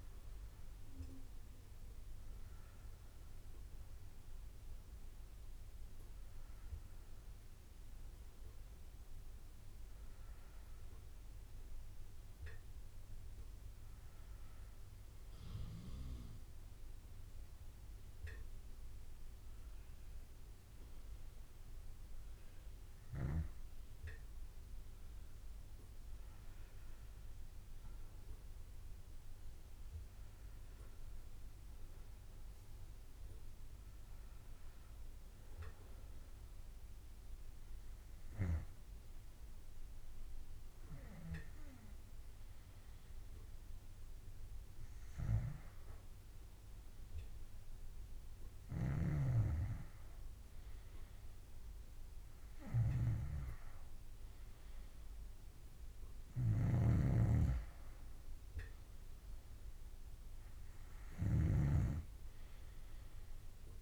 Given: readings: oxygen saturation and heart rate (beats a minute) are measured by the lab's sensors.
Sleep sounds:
breathing in sleep by a room microphone; none
27.00-29.00 s: bradycardia (device-marked)
56.50-63.82 s: snoring (device-marked)
From the record:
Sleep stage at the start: N2 (light sleep); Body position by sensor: on the left side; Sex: male

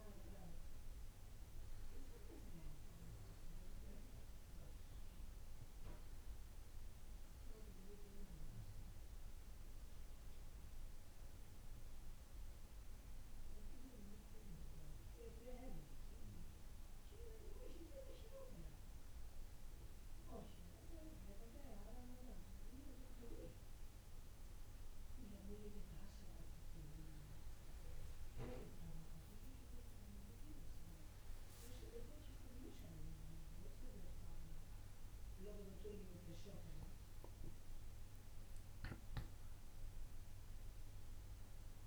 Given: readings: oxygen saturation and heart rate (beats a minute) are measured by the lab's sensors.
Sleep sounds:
breathing in sleep by a room microphone; 1
3.00-6.00 s: arousal
10.00-21.50 s: hypopnea (oxygen 95% before, 93% lowest, heart rate 70 before, 65 extreme, up 4 after)
25.50-29.50 s: arousal
From the record:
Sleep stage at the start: N2 (light sleep); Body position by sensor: on the back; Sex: male

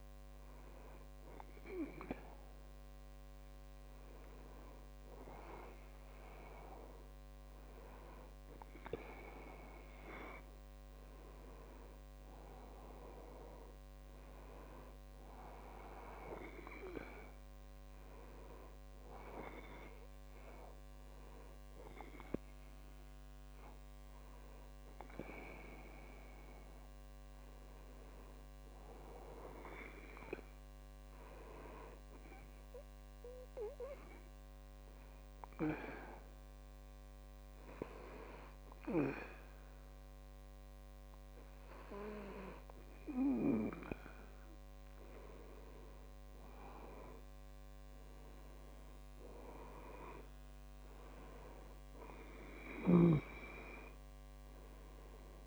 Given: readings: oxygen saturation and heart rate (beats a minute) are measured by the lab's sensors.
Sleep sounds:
a person awake in a sleep study, by a microphone on the trachea; 1
30.00-55.47 s: new sleep stage, N1 (lightest sleep)
32.00-45.50 s: hypopnea (oxygen 97% before, 94% lowest, heart rate 61 before, 64 extreme, up 4 after)
48.50-53.00 s: arousal
From the record:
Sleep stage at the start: awake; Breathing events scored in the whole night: 341 in 4.3 hours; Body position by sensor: on the back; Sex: male

